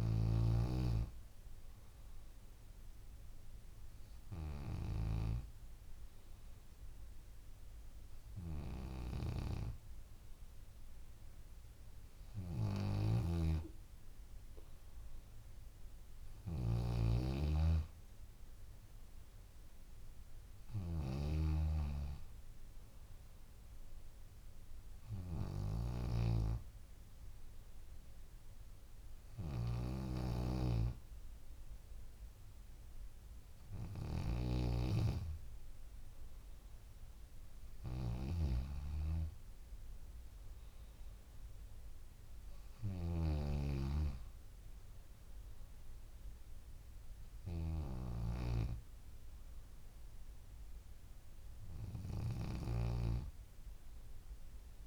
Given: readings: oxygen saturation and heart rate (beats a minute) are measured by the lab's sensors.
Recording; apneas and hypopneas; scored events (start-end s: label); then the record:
breathing in sleep by a room microphone; none
12.50-48.00 s: snoring (device-marked)
From the record:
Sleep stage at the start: N2 (light sleep); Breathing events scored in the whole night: 100 in 8.2 hours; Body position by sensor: on the back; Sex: female